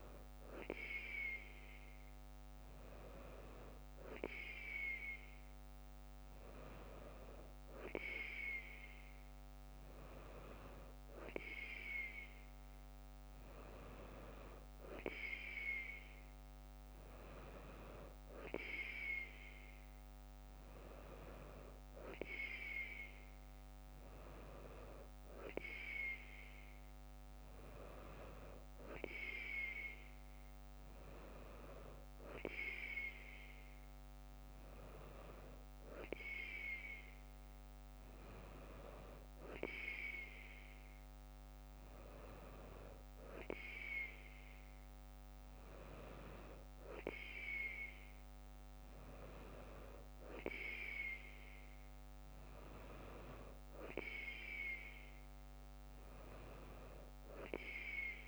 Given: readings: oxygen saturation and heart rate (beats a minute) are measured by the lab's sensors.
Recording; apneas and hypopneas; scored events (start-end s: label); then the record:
breathing in sleep by a microphone on the trachea; none
none scored
From the record:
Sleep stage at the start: N2 (light sleep); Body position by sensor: on the right side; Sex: female